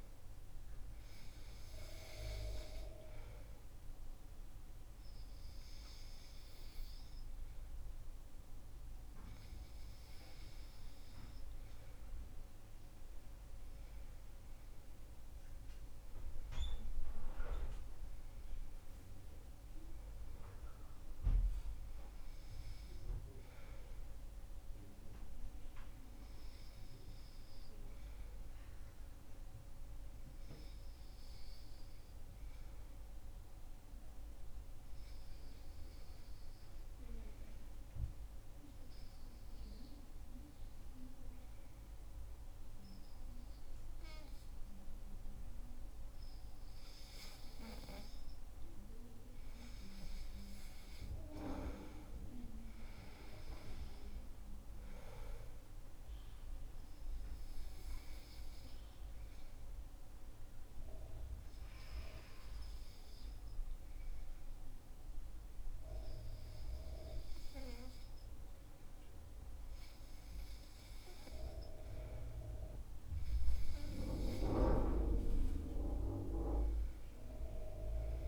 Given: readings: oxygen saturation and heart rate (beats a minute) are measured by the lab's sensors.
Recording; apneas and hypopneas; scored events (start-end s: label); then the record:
breathing in sleep by a room microphone; 3
3.00-14.00 s: obstructive apnea (oxygen 97% before, 94% lowest, heart rate 67 before, 61 extreme, up 7 after)
15.00-19.00 s: arousal
31.50-46.00 s: obstructive apnea (oxygen 97% before, 94% lowest, heart rate 66 before, 64 extreme, up 5 after)
47.50-50.50 s: arousal
47.50-68.50 s: oxygen desaturation (device-marked, oxygen 98% before, 94% lowest, heart rate 64 before, 61 extreme)
58.00-70.50 s: obstructive apnea (oxygen 98% before, 94% lowest, heart rate 67 before, 61 extreme, up 6 after)
73.00-76.00 s: arousal
From the record:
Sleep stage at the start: N2 (light sleep); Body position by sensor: on the back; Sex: male